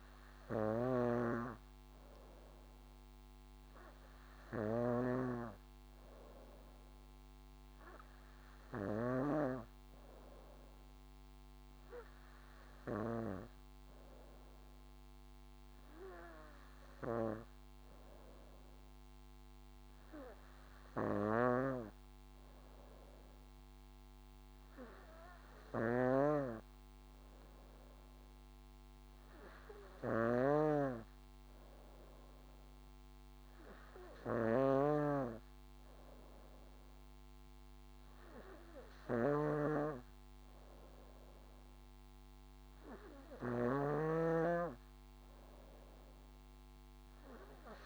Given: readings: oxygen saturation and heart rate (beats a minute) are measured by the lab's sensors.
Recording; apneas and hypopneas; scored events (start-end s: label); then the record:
breathing in sleep by a microphone on the trachea; none
1.00-9.50 s: snoring (device-marked)
21.50-35.00 s: snoring (device-marked)
43.50-47.86 s: snoring (device-marked)
From the record:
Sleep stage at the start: N2 (light sleep); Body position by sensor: on the back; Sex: female